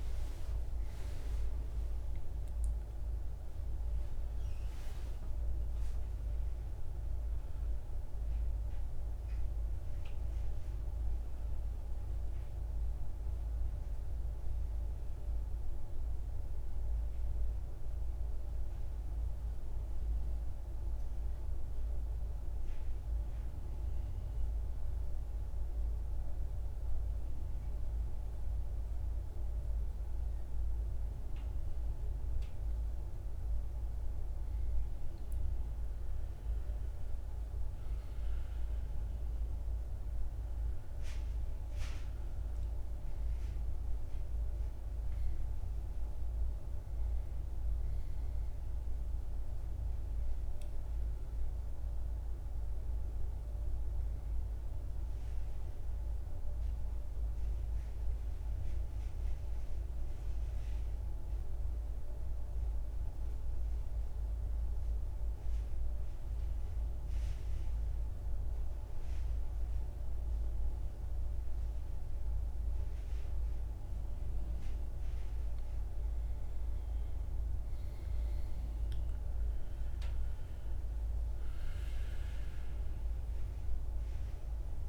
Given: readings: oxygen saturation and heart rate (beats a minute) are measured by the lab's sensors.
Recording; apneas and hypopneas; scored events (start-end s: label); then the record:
breathing in sleep, hard to hear, by a room microphone; 2
0.50-16.50 s: oxygen desaturation (device-marked, oxygen 95% before, 90% lowest, heart rate 64 before, 55 extreme)
16.50-32.00 s: central apnea (oxygen 96% before, 89% lowest, heart rate 67 before, 55 extreme, up 7 after)
33.50-37.50 s: arousal
38.50-56.50 s: oxygen desaturation (device-marked, oxygen 99% before, 90% lowest, heart rate 56 before, 57 extreme)
59.00-75.50 s: central apnea (oxygen 99% before, 89% lowest, heart rate 65 before, 57 extreme, up 13 after)
77.00-81.50 s: arousal
78.50-84.89 s: oxygen desaturation (device-marked, oxygen 97% before, 89% lowest, heart rate 58 before, 56 extreme)
From the record:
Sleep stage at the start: N2 (light sleep); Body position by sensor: on the back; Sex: male